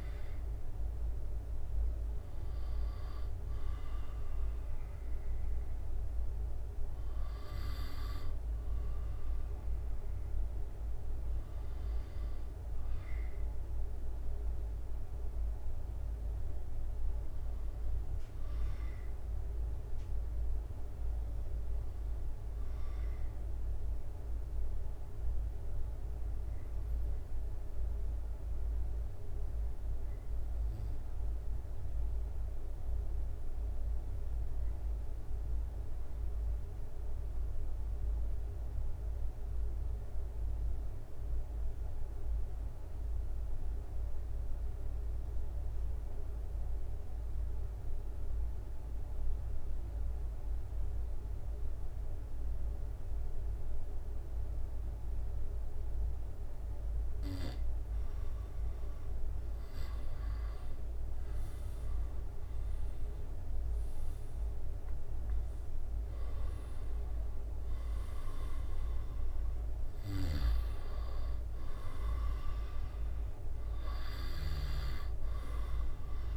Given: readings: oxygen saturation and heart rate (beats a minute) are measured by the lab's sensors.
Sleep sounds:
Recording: breathing in sleep, hard to hear, by a room microphone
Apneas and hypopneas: 1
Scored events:
0.00-6.00 s: drop in pulse transit time (device-marked, heart rate 72 extreme)
18.50-57.00 s: obstructive apnea (oxygen 96% before, 91% lowest, heart rate 71 before, 66 extreme, up 9 after)
50.00-76.37 s: oxygen desaturation (device-marked, oxygen 96% before, 91% lowest, heart rate 68 before, 65 extreme)
61.50-66.50 s: arousal
62.00-74.00 s: drop in pulse transit time (device-marked, heart rate 69 before, 73 extreme)
From the record:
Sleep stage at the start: N2 (light sleep)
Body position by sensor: on the back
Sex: male

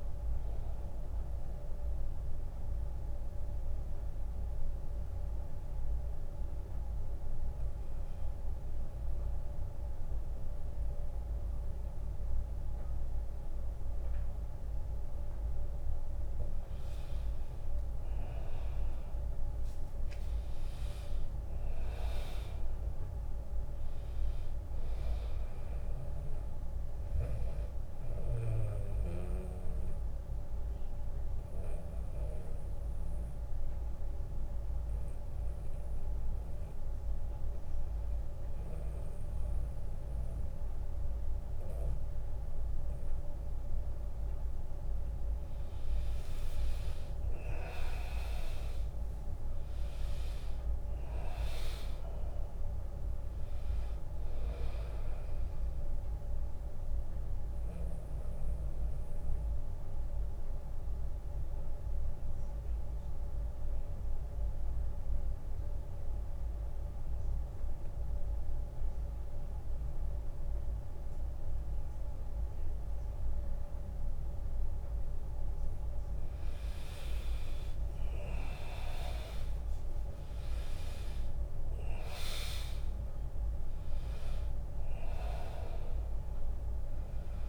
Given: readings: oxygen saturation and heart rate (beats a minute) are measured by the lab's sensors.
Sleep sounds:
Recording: breathing in sleep by a room microphone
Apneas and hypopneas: 3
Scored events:
0.00-6.00 s: oxygen desaturation (device-marked, oxygen 90% lowest, heart rate 56 extreme)
1.00-16.00 s: mixed apnea (oxygen 99% before, 90% lowest, heart rate 72 before, 56 extreme, up 26 after)
7.50-9.50 s: long interval between heartbeats (device-marked, heart rate 73 before, 78 extreme)
8.00-13.00 s: bradycardia (device-marked, heart rate 79 before, 56 extreme)
9.50-11.50 s: long interval between heartbeats (device-marked, heart rate 73 before, 75 extreme)
17.50-21.50 s: arousal
20.00-22.00 s: long interval between heartbeats (device-marked, heart rate 69 before, 72 extreme)
22.50-24.50 s: long interval between heartbeats (device-marked, heart rate 70 before, 75 extreme)
26.00-41.00 s: oxygen desaturation (device-marked, oxygen 100% before, 94% lowest, heart rate 70 before, 60 extreme)
26.00-43.00 s: mixed apnea (oxygen 100% before, 92% lowest, heart rate 70 before, 60 extreme, up 11 after)
29.00-31.00 s: long interval between heartbeats (device-marked, heart rate 69 before, 73 extreme)
36.50-38.50 s: long interval between heartbeats (device-marked, heart rate 72 before, 68 extreme)
42.00-44.00 s: long interval between heartbeats (device-marked, heart rate 70 before, 66 extreme)
46.50-48.50 s: long interval between heartbeats (device-marked, heart rate 71 before, 70 extreme)
48.00-52.00 s: arousal
50.00-71.00 s: oxygen desaturation (device-marked, oxygen 99% before, 92% lowest, heart rate 69 before, 54 extreme)
56.50-75.50 s: mixed apnea (oxygen 99% before, 91% lowest, heart rate 71 before, 54 extreme, up 15 after)
57.00-59.00 s: long interval between heartbeats (device-marked, heart rate 70 before, 60 extreme)
68.00-70.00 s: long interval between heartbeats (device-marked, heart rate 70 before, 70 extreme)
77.50-82.50 s: arousal
78.00-80.00 s: long interval between heartbeats (device-marked, heart rate 71 before, 71 extreme)
79.00-87.49 s: drop in pulse transit time (device-marked, heart rate 72 before, 59 extreme)
81.00-87.49 s: oxygen desaturation (device-marked, oxygen 100% before, 92% lowest, heart rate 73 before, 54 extreme)
81.50-83.50 s: long interval between heartbeats (device-marked, heart rate 73 before, 72 extreme)
From the record:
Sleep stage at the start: N2 (light sleep)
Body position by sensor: on the back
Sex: male

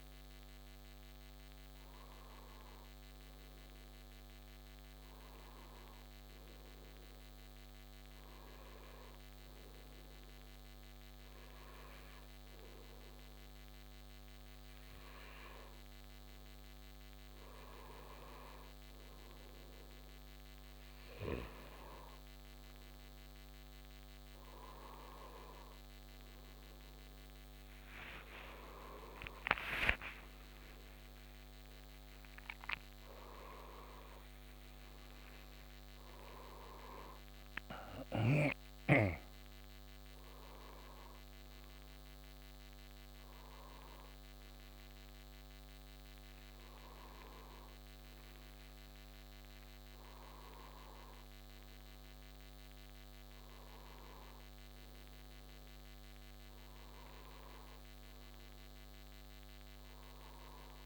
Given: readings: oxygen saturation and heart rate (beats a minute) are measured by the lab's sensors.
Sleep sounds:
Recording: a person partly awake in a sleep study, by a microphone on the trachea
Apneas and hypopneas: 1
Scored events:
0.00-3.50 s: oxygen desaturation (device-marked, oxygen 91% lowest, heart rate 67 extreme)
6.50-19.00 s: hypopnea (oxygen 97% before, 90% lowest, heart rate 74 before, 70 extreme, up 5 after)
15.50-32.50 s: oxygen desaturation (device-marked, oxygen 94% before, 90% lowest, heart rate 70 before, 70 extreme)
29.50-59.50 s: new sleep stage, awake
59.50-60.86 s: new sleep stage, N1 (lightest sleep)
From the record:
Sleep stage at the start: N1 (lightest sleep)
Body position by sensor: on the right side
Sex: male

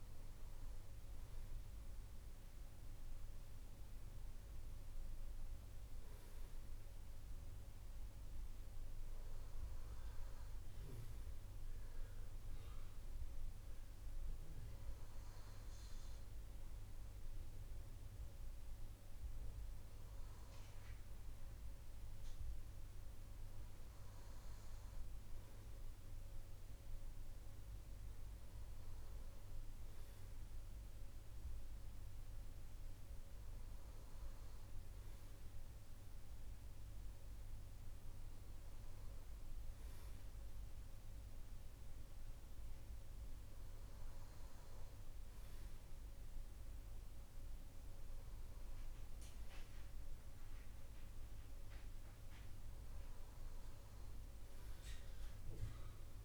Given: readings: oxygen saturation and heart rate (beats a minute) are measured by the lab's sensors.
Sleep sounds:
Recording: breathing in sleep, hard to hear, by a room microphone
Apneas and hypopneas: none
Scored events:
none scored
From the record:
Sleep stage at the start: N2 (light sleep)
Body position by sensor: on the right side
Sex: male

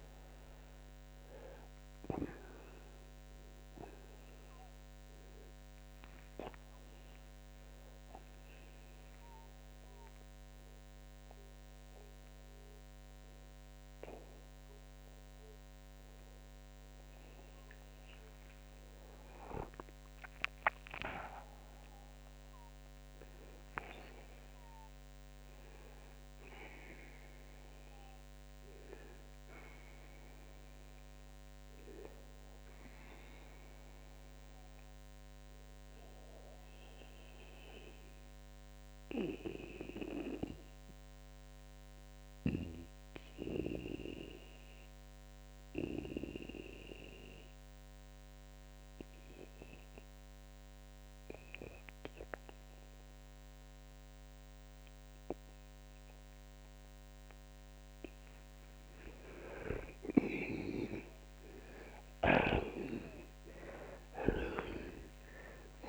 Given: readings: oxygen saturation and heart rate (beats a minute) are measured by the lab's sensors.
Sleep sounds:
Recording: breathing in sleep by a microphone on the trachea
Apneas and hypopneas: 2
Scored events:
3.00-16.50 s: obstructive apnea (oxygen 94% before, 79% lowest)
17.50-21.00 s: arousal
22.00-26.00 s: oxygen desaturation (device-marked, oxygen 91% before, 86% lowest)
30.00-40.00 s: oxygen desaturation (device-marked, oxygen 91% before, 79% lowest)
34.50-57.50 s: obstructive apnea (oxygen 92% before, 79% lowest)
59.50-64.50 s: arousal
62.00-65.89 s: snoring (device-marked)
From the record:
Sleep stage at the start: REM sleep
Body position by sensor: on the back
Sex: male

